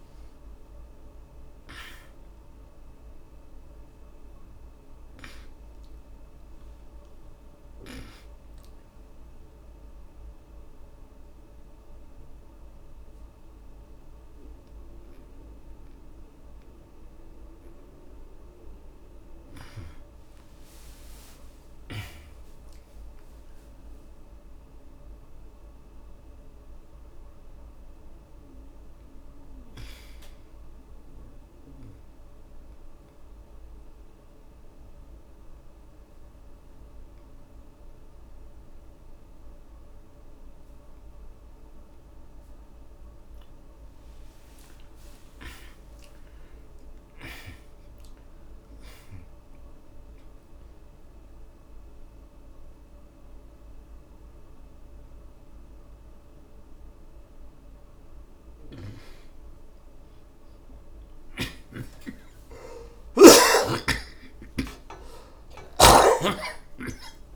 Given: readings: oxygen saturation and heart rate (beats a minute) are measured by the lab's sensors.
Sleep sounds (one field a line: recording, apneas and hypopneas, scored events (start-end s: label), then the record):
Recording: breathing in sleep by a room microphone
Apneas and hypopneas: 2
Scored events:
0.00-4.00 s: arousal
6.00-15.00 s: oxygen desaturation (device-marked, oxygen 91% before, 88% lowest, heart rate 100 before, 37 extreme)
8.50-20.50 s: obstructive apnea (oxygen 96% before, 67% lowest, heart rate 98 before, 37 extreme, up 23 after)
21.50-25.00 s: arousal
29.00-48.00 s: oxygen desaturation (device-marked, oxygen 96% before, 87% lowest, heart rate 59 before, 37 extreme)
30.50-43.50 s: obstructive apnea (oxygen 96% before, 67% lowest, heart rate 58 before, 37 extreme, up 34 after)
45.00-48.50 s: arousal
50.00-67.36 s: oxygen desaturation (device-marked, oxygen 90% before, 67% lowest, heart rate 54 before, 48 extreme)
63.50-67.36 s: arousal
64.00-67.36 s: snoring (device-marked)
From the record:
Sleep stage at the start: N2 (light sleep)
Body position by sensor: on the back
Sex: male